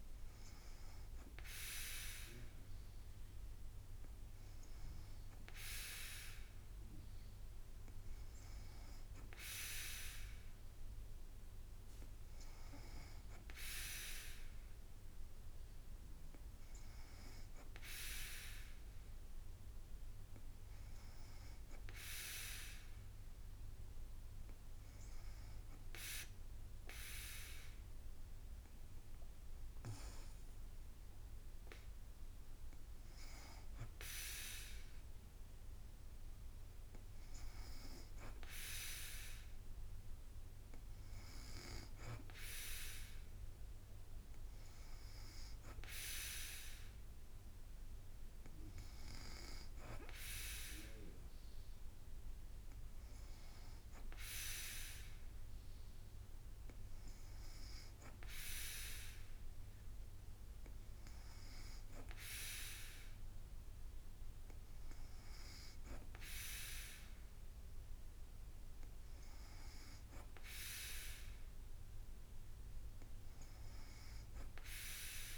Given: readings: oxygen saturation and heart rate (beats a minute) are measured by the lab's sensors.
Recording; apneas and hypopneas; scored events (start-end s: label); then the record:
breathing in sleep by a room microphone; 1
21.50-32.00 s: hypopnea (oxygen 95% before, 92% lowest, heart rate 55 before, 55 extreme, up 3 after)
From the record:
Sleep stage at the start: N2 (light sleep); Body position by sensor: on the back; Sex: female